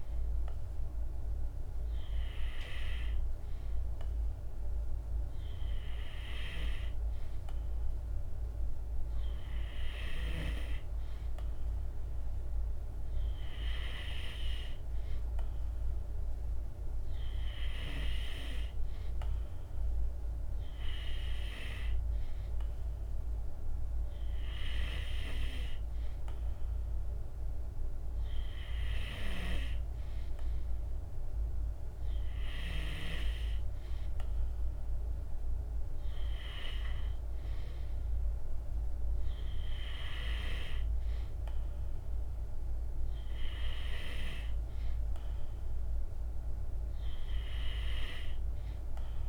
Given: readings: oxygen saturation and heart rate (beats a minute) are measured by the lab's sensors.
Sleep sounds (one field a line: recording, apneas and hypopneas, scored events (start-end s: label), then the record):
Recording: breathing in sleep by a room microphone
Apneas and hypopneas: none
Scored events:
none scored
From the record:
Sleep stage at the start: N2 (light sleep)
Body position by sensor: on the back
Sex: male